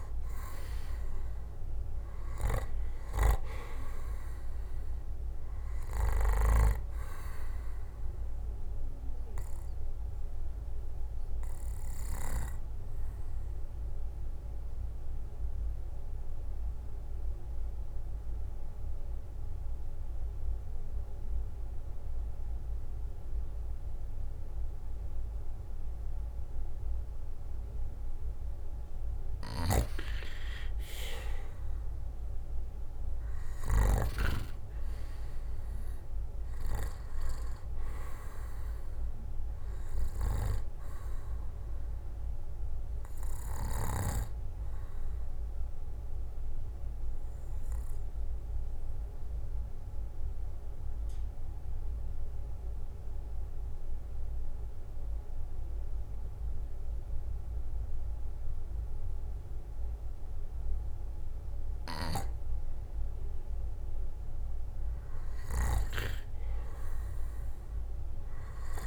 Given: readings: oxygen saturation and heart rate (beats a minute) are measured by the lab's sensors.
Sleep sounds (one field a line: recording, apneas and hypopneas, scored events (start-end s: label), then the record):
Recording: breathing in sleep by a room microphone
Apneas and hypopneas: 2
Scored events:
0.00-1.50 s: arousal
1.50-19.50 s: oxygen desaturation (device-marked, oxygen 97% before, 90% lowest, heart rate 62 before, 57 extreme)
12.00-29.00 s: obstructive apnea (oxygen 97% before, 90% lowest, heart rate 67 before, 57 extreme, up 10 after)
30.50-53.50 s: oxygen desaturation (device-marked, oxygen 97% before, 90% lowest, heart rate 60 before, 58 extreme)
31.50-34.50 s: arousal
46.00-64.50 s: obstructive apnea (oxygen 97% before, 90% lowest, heart rate 65 before, 56 extreme, up 9 after)
66.50-68.87 s: arousal
67.50-68.87 s: oxygen desaturation (device-marked, oxygen 97% before, 90% lowest, heart rate 61 before, 56 extreme)
From the record:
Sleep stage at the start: N2 (light sleep)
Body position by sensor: on the back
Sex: male